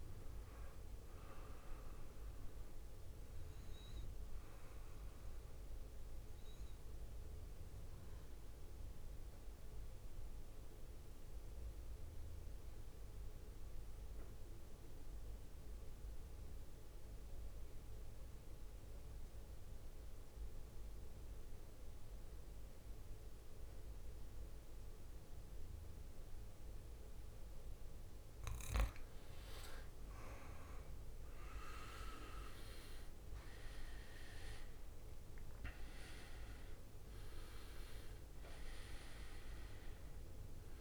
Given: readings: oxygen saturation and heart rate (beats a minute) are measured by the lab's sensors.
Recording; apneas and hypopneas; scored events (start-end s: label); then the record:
breathing in sleep by a room microphone; 1
0.00-13.00 s: oxygen desaturation (device-marked, oxygen 92% lowest, heart rate 53 extreme)
9.00-28.00 s: mixed apnea (oxygen 98% before, 90% lowest, heart rate 65 before, 54 extreme, up 13 after)
28.00-40.81 s: oxygen desaturation (device-marked, oxygen 98% before, 90% lowest, heart rate 56 before, 54 extreme)
30.00-34.50 s: arousal
32.00-40.81 s: drop in pulse transit time (device-marked, heart rate 58 before, 65 extreme)
From the record:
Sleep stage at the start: N2 (light sleep); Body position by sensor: on the back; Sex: male